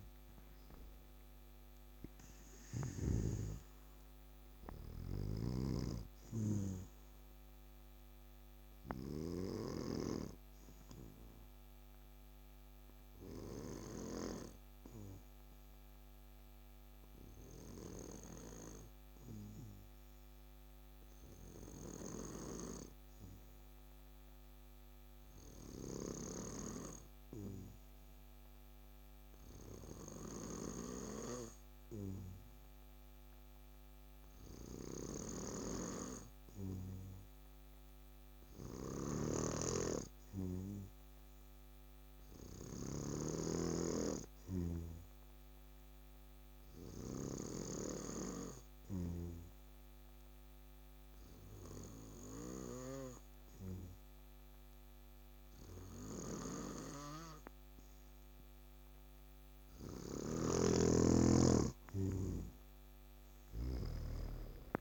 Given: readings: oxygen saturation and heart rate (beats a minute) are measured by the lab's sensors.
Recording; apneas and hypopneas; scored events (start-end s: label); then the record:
breathing in sleep by a microphone on the trachea; 1
0.00-3.00 s: snoring (device-marked)
5.00-10.00 s: snoring (device-marked)
9.50-59.50 s: obstructive apnea (oxygen 96% before, 92% lowest, heart rate 75 before, 66 extreme, up 26 after)
35.50-57.50 s: oxygen desaturation (device-marked, oxygen 98% before, 93% lowest, heart rate 67 before, 67 extreme)
38.50-43.00 s: snoring (device-marked)
60.00-64.00 s: snoring (device-marked)
From the record:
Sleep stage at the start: N2 (light sleep); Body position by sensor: on the back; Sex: male